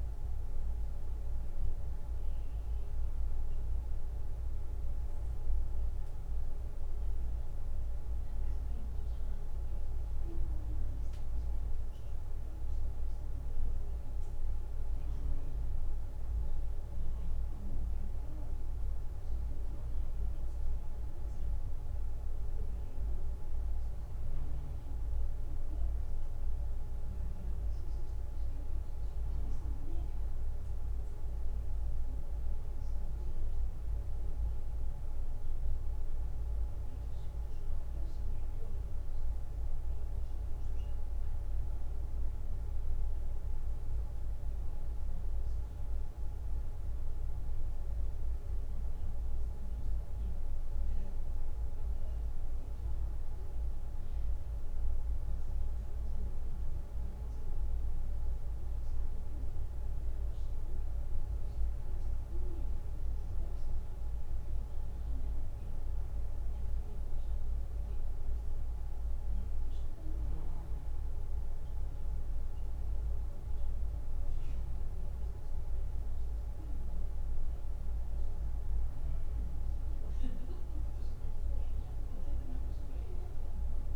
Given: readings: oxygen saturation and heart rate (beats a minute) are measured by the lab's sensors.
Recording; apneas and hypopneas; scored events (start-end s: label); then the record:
breathing in sleep, hard to hear, by a room microphone; none
35.00-39.00 s: arousal
From the record:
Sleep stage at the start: N2 (light sleep); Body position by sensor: on the back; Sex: male